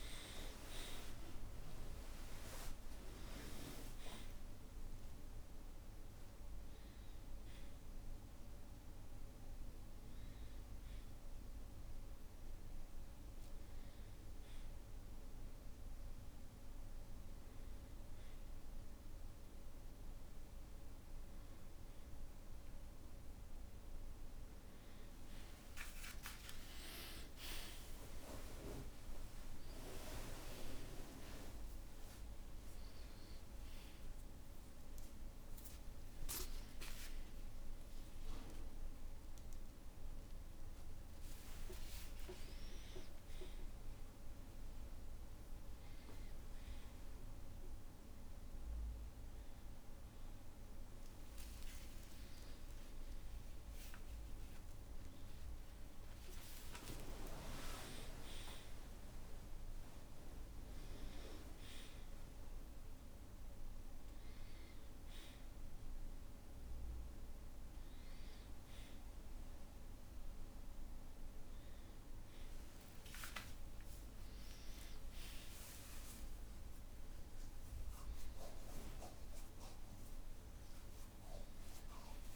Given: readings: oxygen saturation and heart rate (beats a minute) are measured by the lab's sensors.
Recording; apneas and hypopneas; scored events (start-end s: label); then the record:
a person awake in a sleep study, by a room microphone; none
26.00-28.00 s: long interval between heartbeats (device-marked, heart rate 63 before, 68 extreme)
53.00-55.00 s: long interval between heartbeats (device-marked, heart rate 64 before, 70 extreme)
75.50-78.50 s: tachycardia (device-marked, heart rate 72 before, 100 extreme)
77.00-79.00 s: long interval between heartbeats (device-marked, heart rate 65 before, 88 extreme)
From the record:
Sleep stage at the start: awake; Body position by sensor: on the back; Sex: male